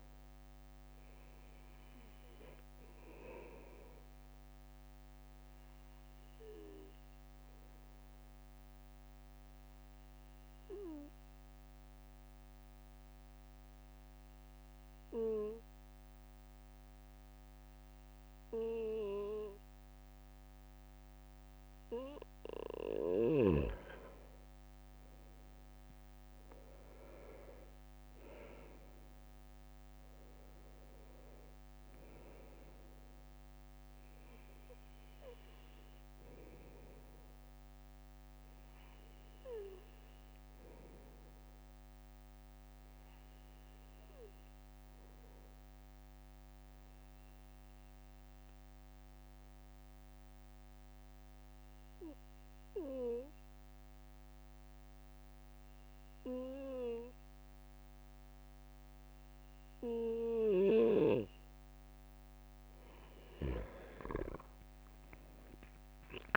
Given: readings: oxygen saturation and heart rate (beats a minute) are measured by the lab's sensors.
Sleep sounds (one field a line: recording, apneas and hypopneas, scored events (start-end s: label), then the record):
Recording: breathing in sleep by a microphone on the trachea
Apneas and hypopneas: 2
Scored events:
3.00-22.00 s: obstructive apnea (oxygen 98% before, 95% lowest, heart rate 66 before, 61 extreme, up 5 after)
28.00-32.00 s: arousal
39.00-60.50 s: obstructive apnea (oxygen 98% before, 95% lowest, heart rate 66 before, 63 extreme, up 7 after)
64.50-66.37 s: arousal
From the record:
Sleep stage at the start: N2 (light sleep)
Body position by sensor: on the right side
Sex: male